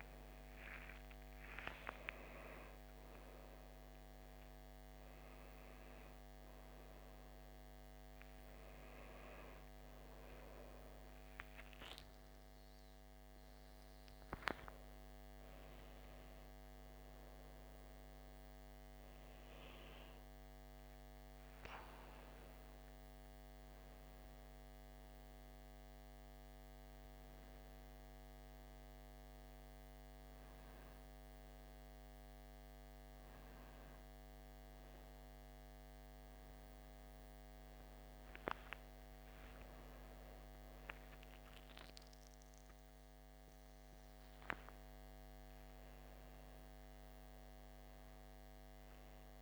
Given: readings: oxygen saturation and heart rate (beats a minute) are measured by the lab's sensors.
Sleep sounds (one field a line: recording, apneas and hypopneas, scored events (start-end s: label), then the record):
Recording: a person awake in a sleep study, by a microphone on the trachea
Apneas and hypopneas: none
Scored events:
none scored
From the record:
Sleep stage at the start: awake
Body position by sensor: upright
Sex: male